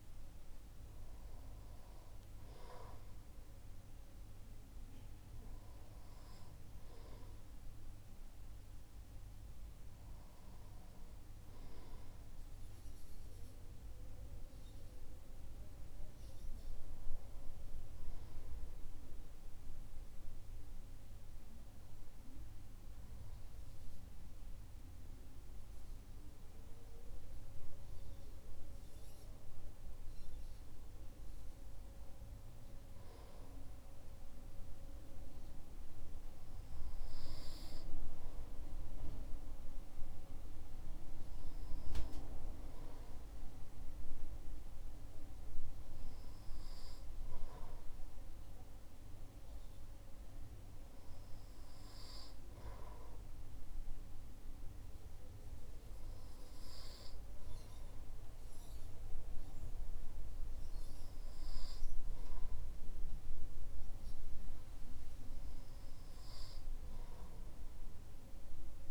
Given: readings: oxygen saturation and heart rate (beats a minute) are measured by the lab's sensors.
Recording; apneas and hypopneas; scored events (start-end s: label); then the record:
breathing in sleep by a room microphone; none
none scored
From the record:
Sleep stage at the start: N2 (light sleep); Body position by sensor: on the right side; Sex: male